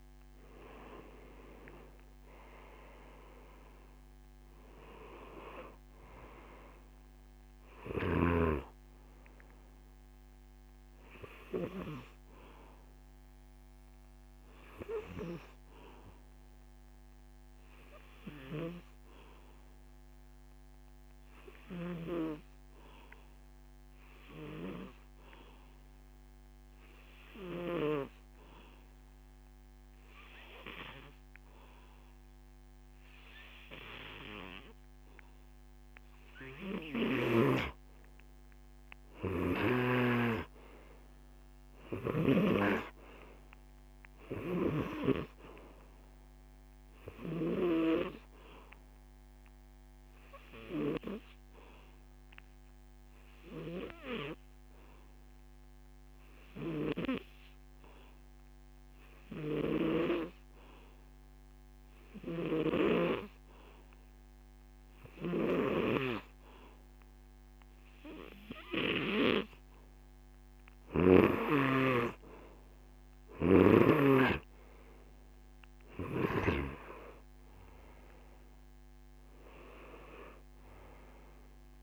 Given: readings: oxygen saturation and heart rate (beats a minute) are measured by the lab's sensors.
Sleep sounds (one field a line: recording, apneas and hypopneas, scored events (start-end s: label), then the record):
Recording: breathing in sleep by a microphone on the trachea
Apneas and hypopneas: 2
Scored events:
1.00-5.50 s: arousal
26.00-37.00 s: obstructive apnea (oxygen 99% before, 90% lowest, heart rate 82 before, 78 extreme, up 1 after)
36.00-60.00 s: oxygen desaturation (device-marked, oxygen 99% before, 93% lowest, heart rate 80 before, 77 extreme)
41.50-45.00 s: arousal
49.50-69.00 s: hypopnea (oxygen 99% before, 90% lowest, heart rate 79 before, 77 extreme, up 6 after)
71.00-74.50 s: snoring (device-marked)
71.00-81.83 s: oxygen desaturation (device-marked, oxygen 98% before, 90% lowest, heart rate 79 before, 76 extreme)
74.00-78.00 s: arousal
From the record:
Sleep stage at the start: N2 (light sleep)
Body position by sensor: on the back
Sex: male